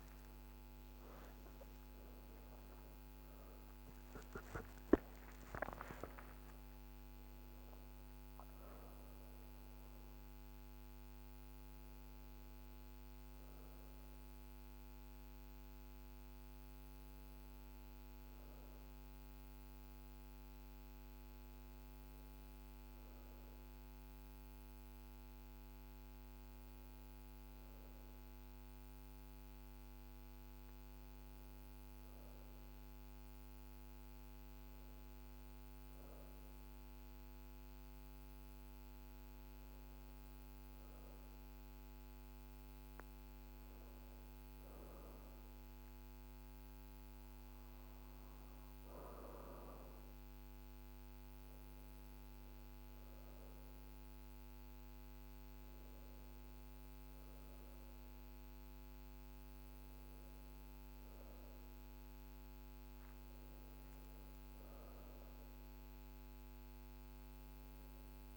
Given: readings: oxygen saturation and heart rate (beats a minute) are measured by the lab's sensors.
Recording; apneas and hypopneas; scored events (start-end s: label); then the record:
breathing in sleep, hard to hear, by a microphone on the trachea; none
none scored
From the record:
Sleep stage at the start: REM sleep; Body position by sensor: on the back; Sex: female